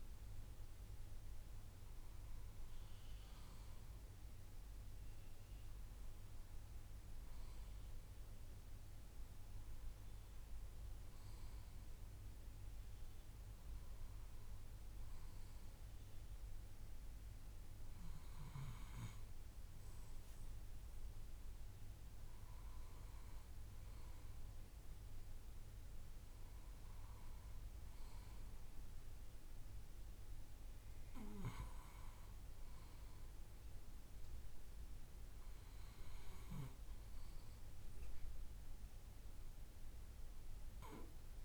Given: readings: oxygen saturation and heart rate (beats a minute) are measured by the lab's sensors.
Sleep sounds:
breathing in sleep, hard to hear, by a room microphone; none
none scored
From the record:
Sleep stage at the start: N2 (light sleep); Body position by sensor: on the left side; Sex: male

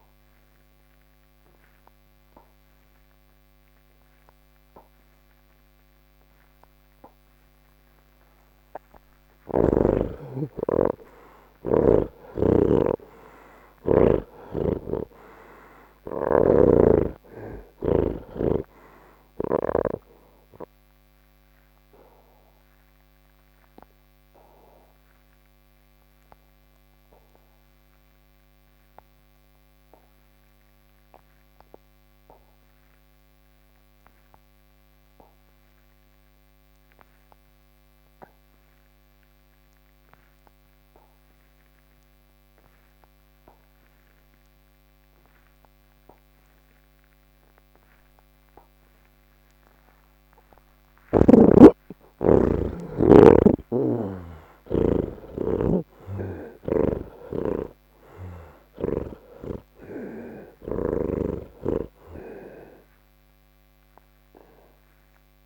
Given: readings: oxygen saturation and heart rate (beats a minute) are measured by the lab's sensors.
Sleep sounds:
breathing in sleep by a microphone on the trachea; none
12.50-38.50 s: oxygen desaturation (device-marked, oxygen 96% before, 78% lowest)
45.50-57.50 s: oxygen desaturation (device-marked, oxygen 97% before, 87% lowest, heart rate 133 before, 89 extreme)
53.00-56.50 s: snoring (device-marked)
62.50-65.45 s: oxygen desaturation (device-marked, oxygen 89% before, 76% lowest, heart rate 124 before, 58 extreme)
From the record:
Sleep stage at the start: N3 (deep sleep); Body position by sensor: on the back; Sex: male

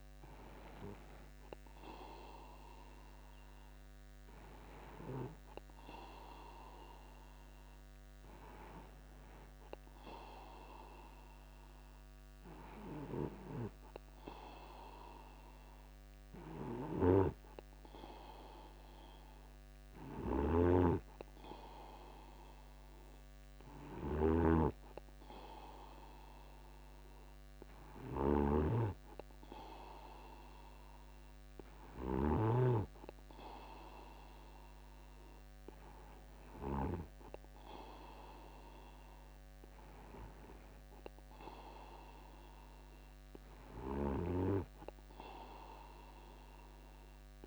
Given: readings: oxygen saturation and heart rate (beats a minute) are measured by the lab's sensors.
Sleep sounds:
breathing in sleep by a microphone on the trachea; none
20.50-33.00 s: snoring (device-marked)
From the record:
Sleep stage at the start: N2 (light sleep); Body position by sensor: upright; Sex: male

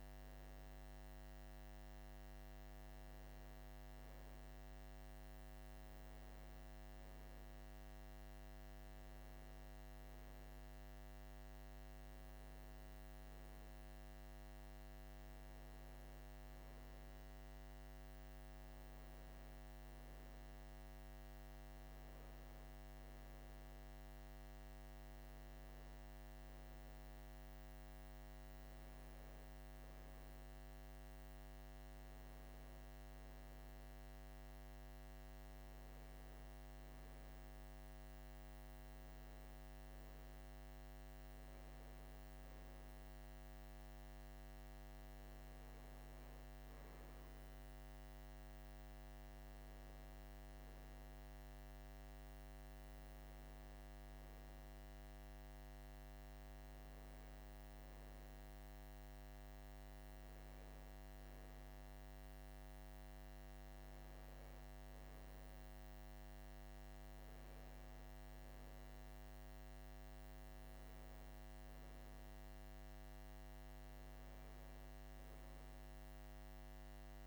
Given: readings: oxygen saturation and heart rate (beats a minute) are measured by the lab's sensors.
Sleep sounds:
breathing in sleep, hard to hear, by a microphone on the trachea; none
none scored
From the record:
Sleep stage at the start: N2 (light sleep); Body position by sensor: on the right side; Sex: male

